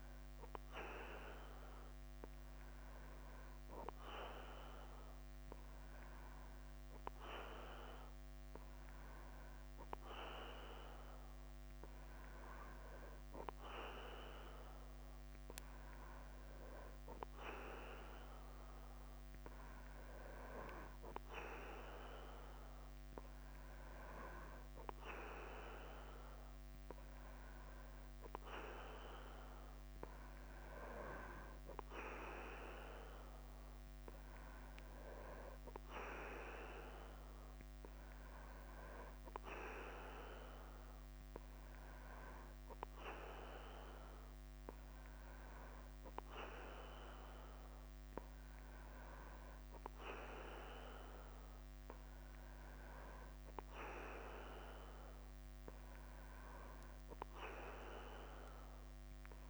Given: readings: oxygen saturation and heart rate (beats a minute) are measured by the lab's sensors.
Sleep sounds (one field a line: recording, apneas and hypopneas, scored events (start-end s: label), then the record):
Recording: breathing in sleep by a microphone on the trachea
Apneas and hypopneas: none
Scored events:
0.00-59.50 s: bradycardia (device-marked, heart rate 44 extreme)
From the record:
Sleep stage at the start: N3 (deep sleep)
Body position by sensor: on the back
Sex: male